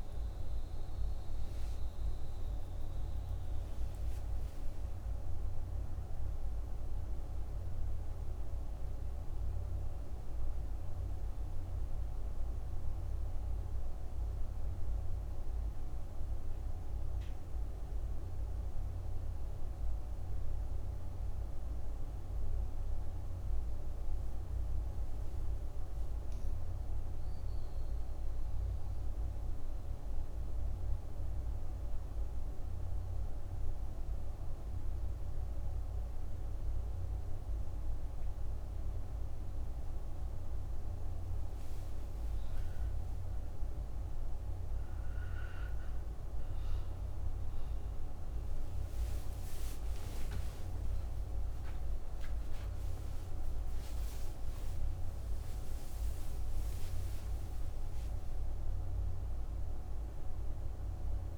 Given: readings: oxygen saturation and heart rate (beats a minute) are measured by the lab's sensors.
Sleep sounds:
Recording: breathing in sleep, hard to hear, by a room microphone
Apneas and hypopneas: 1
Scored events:
0.00-2.00 s: arousal
0.00-9.50 s: oxygen desaturation (device-marked, oxygen 92% lowest)
11.50-42.00 s: obstructive apnea (oxygen 99% before, 92% lowest)
43.50-49.00 s: arousal
46.50-60.50 s: oxygen desaturation (device-marked, oxygen 98% before, 93% lowest)
From the record:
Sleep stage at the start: N2 (light sleep)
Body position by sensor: on the right side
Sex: female

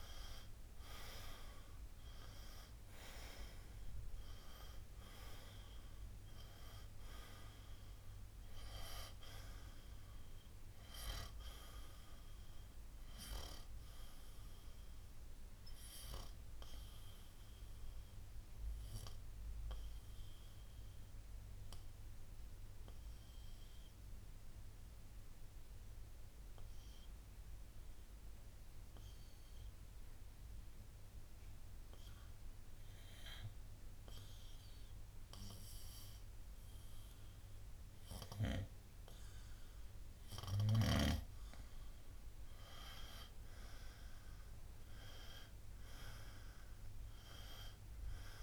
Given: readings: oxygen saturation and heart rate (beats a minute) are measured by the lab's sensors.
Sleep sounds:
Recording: breathing in sleep by a room microphone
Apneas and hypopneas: 1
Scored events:
2.50-8.50 s: oxygen desaturation (device-marked, oxygen 97% before, 93% lowest, heart rate 63 before, 55 extreme)
14.50-33.50 s: oxygen desaturation (device-marked, oxygen 94% before, 88% lowest, heart rate 67 before, 55 extreme)
15.00-40.00 s: obstructive apnea (oxygen 97% before, 88% lowest, heart rate 67 before, 55 extreme, up 9 after)
43.00-47.50 s: arousal
From the record:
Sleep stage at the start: N2 (light sleep)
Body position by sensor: on the front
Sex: male

